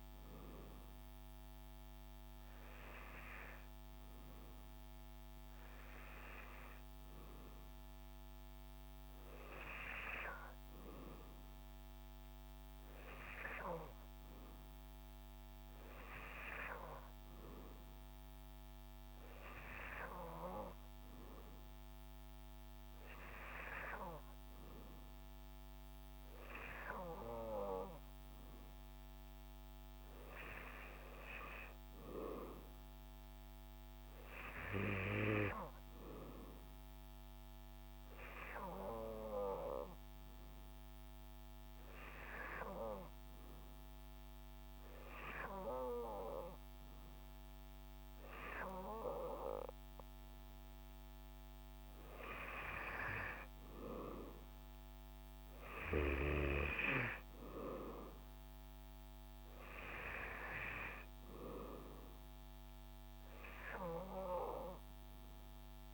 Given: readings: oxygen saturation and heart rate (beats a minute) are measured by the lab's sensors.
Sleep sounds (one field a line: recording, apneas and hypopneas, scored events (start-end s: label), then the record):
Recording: breathing in sleep by a microphone on the trachea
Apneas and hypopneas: none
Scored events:
25.50-52.50 s: oxygen desaturation (device-marked, oxygen 98% before, 94% lowest, heart rate 69 before, 66 extreme)
From the record:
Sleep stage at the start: N2 (light sleep)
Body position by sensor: on the back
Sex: male